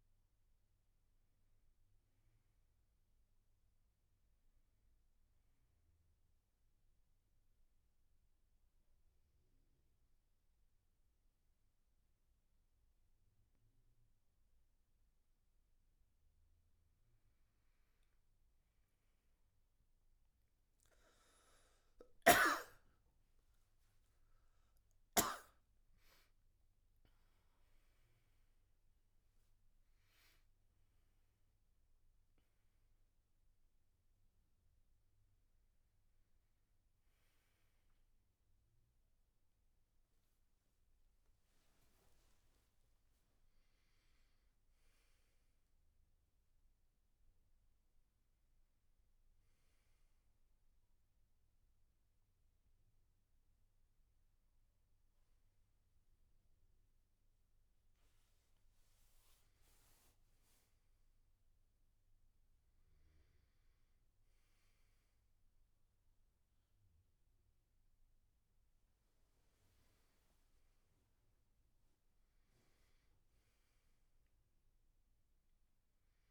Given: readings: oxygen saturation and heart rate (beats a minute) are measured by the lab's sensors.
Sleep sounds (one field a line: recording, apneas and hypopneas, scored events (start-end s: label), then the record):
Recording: a person awake in a sleep study, hard to hear, by a room microphone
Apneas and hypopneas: 1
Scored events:
0.00-6.50 s: oxygen desaturation (device-marked, oxygen 85% lowest, heart rate 61 extreme)
5.50-16.50 s: obstructive apnea (oxygen 98% before, 92% lowest, heart rate 75 before, 61 extreme, up 43 after)
13.50-73.50 s: new sleep stage, awake
21.50-25.00 s: snoring (device-marked)
24.50-39.50 s: oxygen desaturation (device-marked, oxygen 97% before, 92% lowest, heart rate 75 before, 76 extreme)
73.50-76.31 s: new sleep stage, N1 (lightest sleep)
From the record:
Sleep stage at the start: N2 (light sleep)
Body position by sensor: on the back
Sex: male